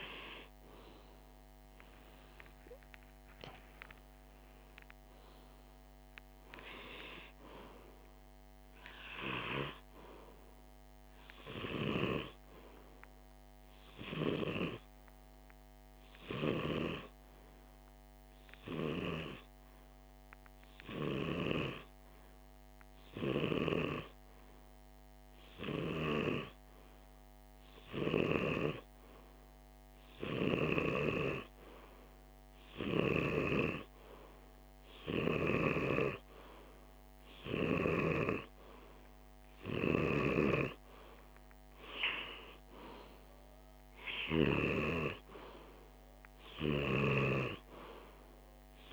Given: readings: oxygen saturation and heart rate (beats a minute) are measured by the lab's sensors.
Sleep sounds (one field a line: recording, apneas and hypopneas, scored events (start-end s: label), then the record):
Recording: breathing in sleep by a microphone on the trachea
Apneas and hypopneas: 1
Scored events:
11.50-29.00 s: hypopnea (oxygen 96% before, 95% lowest, heart rate 53 before, 48 extreme, up 1 after)
31.50-35.00 s: arousal
From the record:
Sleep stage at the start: N2 (light sleep)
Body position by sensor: on the left side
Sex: male